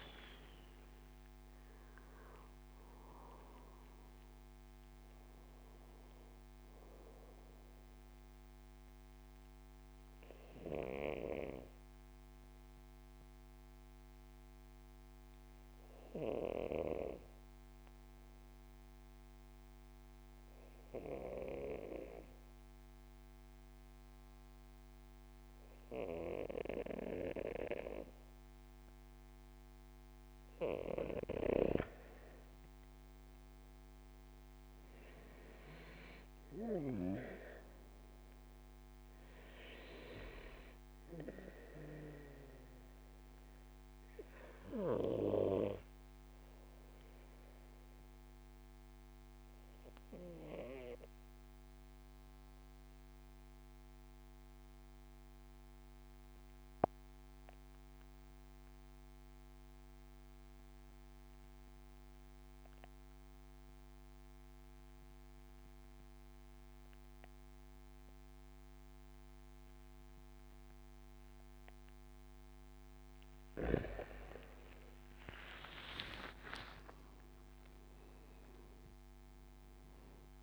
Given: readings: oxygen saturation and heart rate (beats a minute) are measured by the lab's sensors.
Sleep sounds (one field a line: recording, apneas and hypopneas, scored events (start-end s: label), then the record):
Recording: breathing in sleep by a microphone on the trachea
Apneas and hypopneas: 2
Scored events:
0.00-1.00 s: arousal
0.00-17.50 s: oxygen desaturation (device-marked, oxygen 94% lowest, heart rate 63 extreme)
8.50-29.50 s: obstructive apnea (oxygen 98% before, 90% lowest, heart rate 74 before, 70 extreme, up 10 after)
29.50-80.43 s: new sleep stage, N2 (light sleep)
34.50-52.50 s: oxygen desaturation (device-marked, oxygen 98% before, 94% lowest, heart rate 74 before, 70 extreme)
43.00-72.50 s: obstructive apnea (oxygen 98% before, 90% lowest, heart rate 75 before, 62 extreme, up 15 after)
67.50-80.43 s: oxygen desaturation (device-marked, oxygen 98% before, 90% lowest, heart rate 72 before, 62 extreme)
75.00-79.50 s: arousal
From the record:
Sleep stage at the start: REM sleep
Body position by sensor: on the back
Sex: male